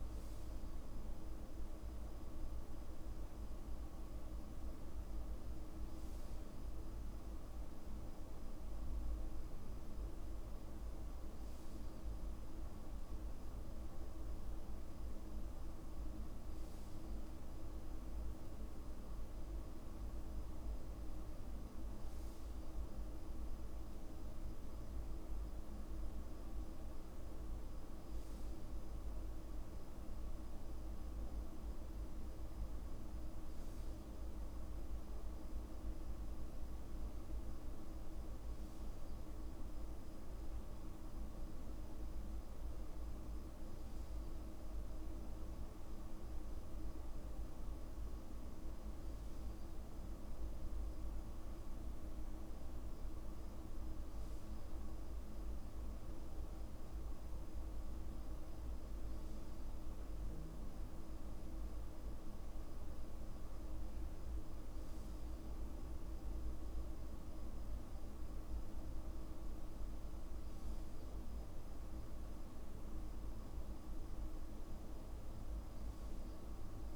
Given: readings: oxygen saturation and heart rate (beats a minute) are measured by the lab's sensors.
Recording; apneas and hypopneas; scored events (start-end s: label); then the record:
breathing in sleep, hard to hear, by a room microphone; none
none scored
From the record:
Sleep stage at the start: N2 (light sleep); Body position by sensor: on the back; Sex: male